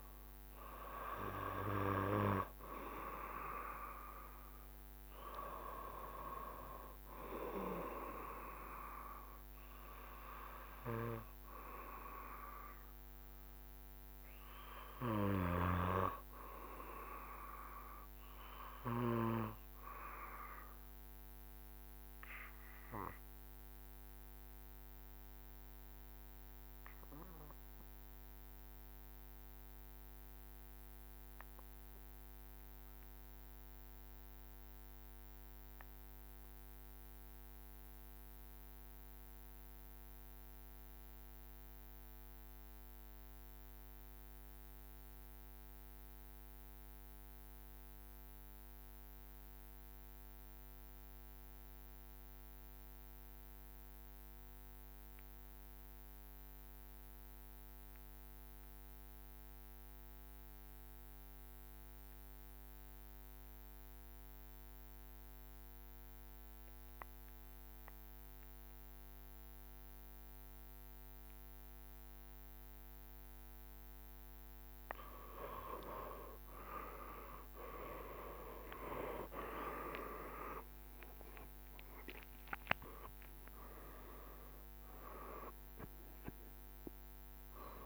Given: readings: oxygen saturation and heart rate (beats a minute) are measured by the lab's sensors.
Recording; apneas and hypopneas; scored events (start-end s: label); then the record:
breathing in sleep by a microphone on the trachea; 1
17.00-74.50 s: obstructive apnea (oxygen 96% before, 86% lowest, heart rate 67 before, 67 extreme, up 13 after)
35.50-87.85 s: oxygen desaturation (device-marked, oxygen 96% before, 86% lowest, heart rate 68 before, 64 extreme)
76.50-82.00 s: arousal
79.50-87.85 s: drop in pulse transit time (device-marked, heart rate 72 before, 73 extreme)
From the record:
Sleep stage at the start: N2 (light sleep); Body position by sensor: on the back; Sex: male